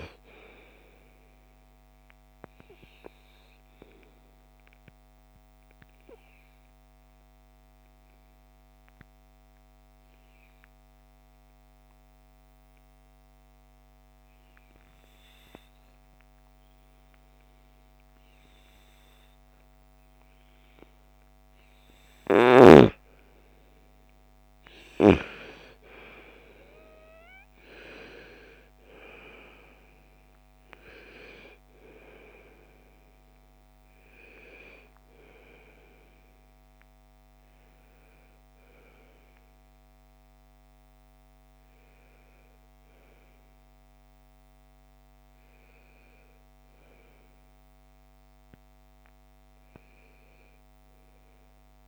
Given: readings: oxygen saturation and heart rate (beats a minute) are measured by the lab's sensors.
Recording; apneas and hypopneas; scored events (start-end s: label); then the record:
breathing in sleep by a microphone on the trachea; 1
0.50-13.50 s: oxygen desaturation (device-marked, oxygen 97% before, 90% lowest, heart rate 59 before, 38 extreme)
1.50-20.00 s: obstructive apnea (oxygen 99% before, 90% lowest, heart rate 60 before, 38 extreme, up 8 after)
22.50-26.50 s: arousal
25.50-43.50 s: oxygen desaturation (device-marked, oxygen 98% before, 90% lowest, heart rate 54 before, 57 extreme)
From the record:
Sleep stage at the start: REM sleep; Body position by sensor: on the right side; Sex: female